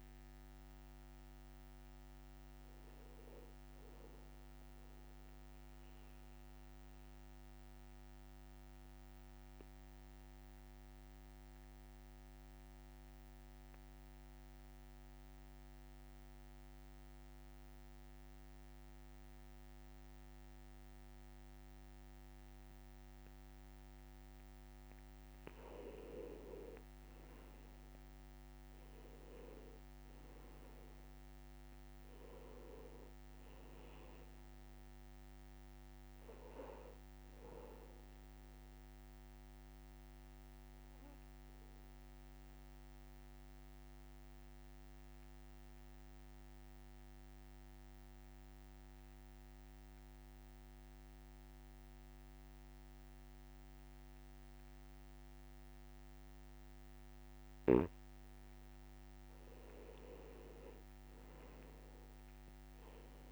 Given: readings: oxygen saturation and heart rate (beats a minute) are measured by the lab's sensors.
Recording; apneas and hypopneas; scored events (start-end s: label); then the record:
breathing in sleep by a microphone on the trachea; 2
0.00-14.50 s: oxygen desaturation (device-marked, oxygen 91% lowest, heart rate 61 extreme)
5.00-25.00 s: obstructive apnea (oxygen 98% before, 91% lowest, heart rate 63 before, 61 extreme, up 3 after)
24.50-47.50 s: oxygen desaturation (device-marked, oxygen 98% before, 91% lowest, heart rate 62 before, 61 extreme)
26.50-31.00 s: arousal
40.50-58.50 s: obstructive apnea (oxygen 98% before, 91% lowest, heart rate 63 before, 60 extreme, up 3 after)
60.00-63.32 s: arousal
From the record:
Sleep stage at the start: N2 (light sleep); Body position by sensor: on the back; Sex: male